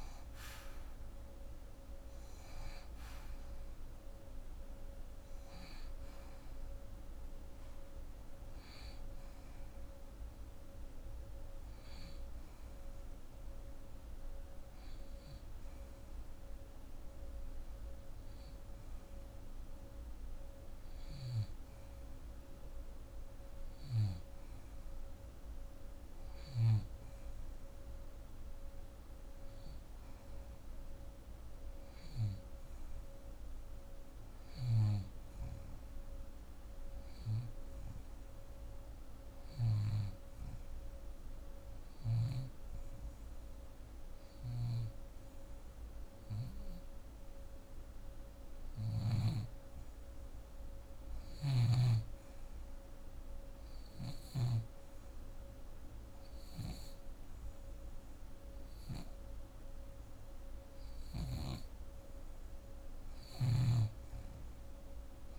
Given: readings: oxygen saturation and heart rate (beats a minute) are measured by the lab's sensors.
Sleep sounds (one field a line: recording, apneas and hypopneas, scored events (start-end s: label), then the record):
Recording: breathing in sleep by a room microphone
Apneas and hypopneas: 1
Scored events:
0.00-20.00 s: oxygen desaturation (device-marked, oxygen 79% lowest, heart rate 42 extreme)
32.00-36.50 s: arousal
34.00-39.50 s: snoring (device-marked)
42.00-65.39 s: oxygen desaturation (device-marked, oxygen 91% before, 85% lowest, heart rate 143 before, 40 extreme)
43.00-61.00 s: hypopnea (oxygen 93% before, 85% lowest, heart rate 146 before, 40 extreme)
44.00-49.00 s: snoring (device-marked)
61.00-65.00 s: arousal
From the record:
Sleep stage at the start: N2 (light sleep)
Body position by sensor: on the back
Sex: female